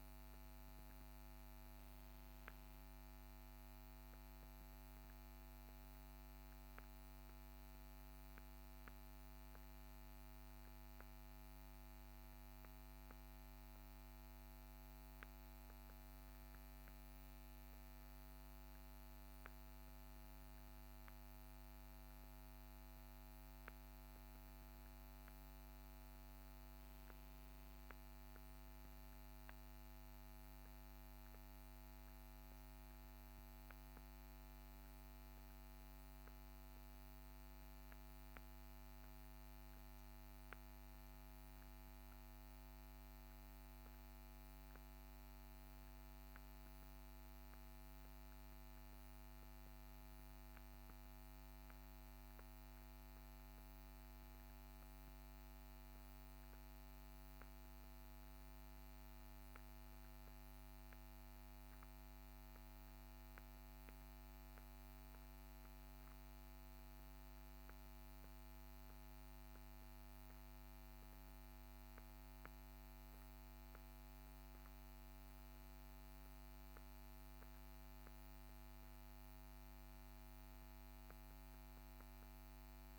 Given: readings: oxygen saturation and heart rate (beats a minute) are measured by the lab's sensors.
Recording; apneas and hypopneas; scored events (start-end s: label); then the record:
a person partly awake in a sleep study, hard to hear, by a microphone on the trachea; none
56.00-82.99 s: new sleep stage, awake
From the record:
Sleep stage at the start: N1 (lightest sleep); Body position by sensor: on the back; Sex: male